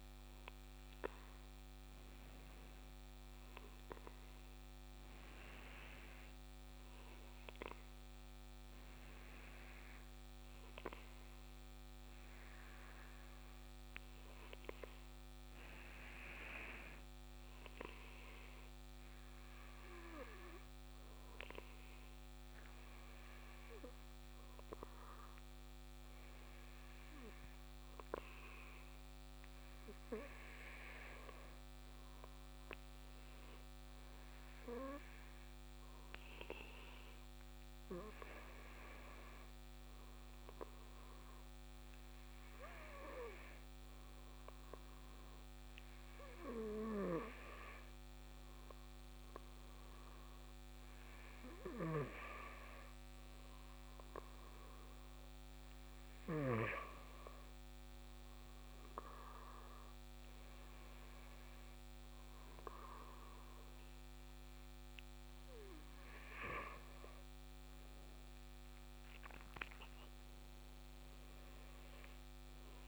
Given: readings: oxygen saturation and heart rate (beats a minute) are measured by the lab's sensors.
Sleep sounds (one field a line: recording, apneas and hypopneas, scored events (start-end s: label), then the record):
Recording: breathing in sleep by a microphone on the trachea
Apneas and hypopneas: none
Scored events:
none scored
From the record:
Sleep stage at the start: N2 (light sleep)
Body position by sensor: on the back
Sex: male